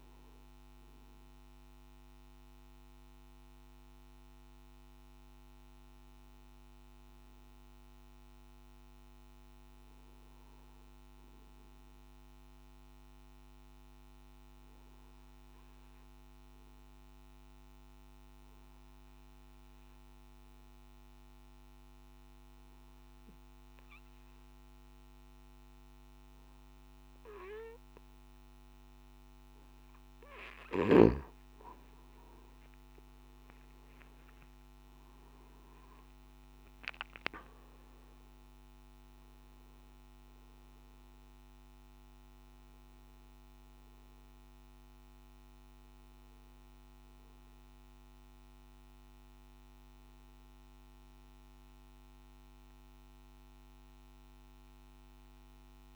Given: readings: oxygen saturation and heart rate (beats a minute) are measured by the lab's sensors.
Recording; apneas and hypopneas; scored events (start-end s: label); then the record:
breathing in sleep, hard to hear, by a microphone on the trachea; 1
0.00-11.00 s: oxygen desaturation (device-marked, oxygen 93% lowest, heart rate 52 extreme)
4.50-29.50 s: obstructive apnea (oxygen 98% before, 92% lowest, heart rate 56 before, 55 extreme, up 12 after)
27.00-50.00 s: oxygen desaturation (device-marked, oxygen 98% before, 92% lowest, heart rate 55 before, 54 extreme)
From the record:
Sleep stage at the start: N1 (lightest sleep); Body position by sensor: on the back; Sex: male